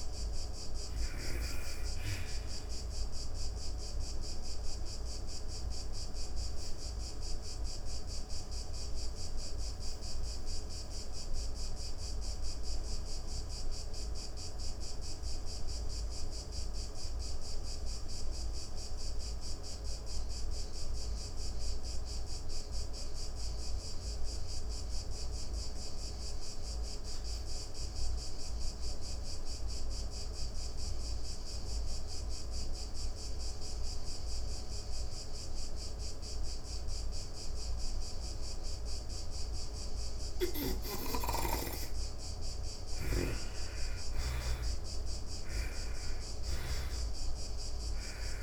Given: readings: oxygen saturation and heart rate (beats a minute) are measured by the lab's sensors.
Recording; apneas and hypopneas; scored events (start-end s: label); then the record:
breathing in sleep by a room microphone; 1
0.00-17.00 s: oxygen desaturation (device-marked, oxygen 79% lowest)
2.00-38.50 s: obstructive apnea (oxygen 99% before, 78% lowest)
35.00-48.43 s: oxygen desaturation (device-marked, oxygen 98% before, 78% lowest)
40.50-46.00 s: arousal
41.50-45.50 s: snoring (device-marked)
From the record:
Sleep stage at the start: N2 (light sleep); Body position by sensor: on the back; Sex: female